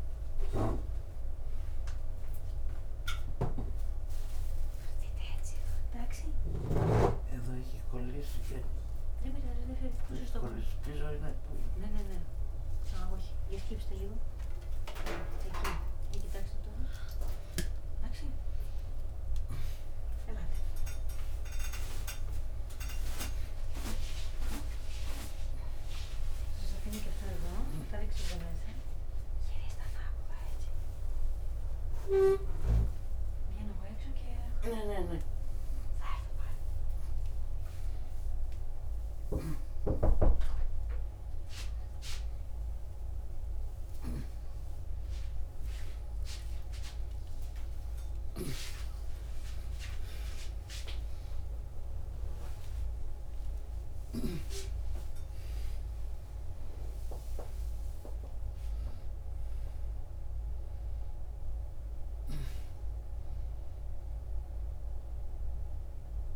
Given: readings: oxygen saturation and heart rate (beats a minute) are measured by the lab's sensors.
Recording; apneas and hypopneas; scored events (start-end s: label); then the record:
a person awake in a sleep study, by a room microphone; none
none scored
From the record:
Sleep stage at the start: awake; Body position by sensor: upright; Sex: female